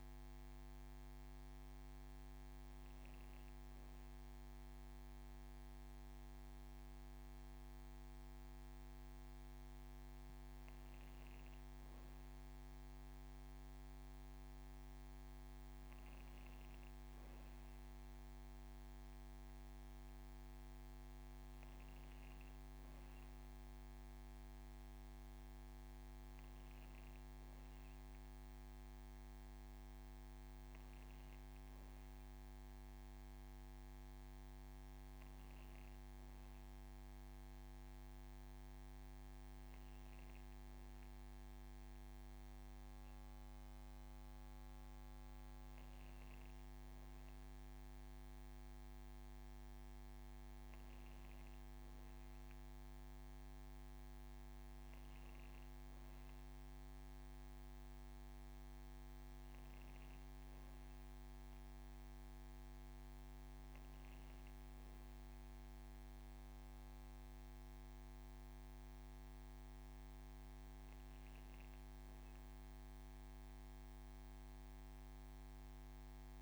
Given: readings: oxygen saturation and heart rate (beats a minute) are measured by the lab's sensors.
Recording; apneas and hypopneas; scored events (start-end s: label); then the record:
breathing in sleep, hard to hear, by a microphone on the trachea; none
22.00-26.00 s: arousal
From the record:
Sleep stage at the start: N1 (lightest sleep); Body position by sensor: on the back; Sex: female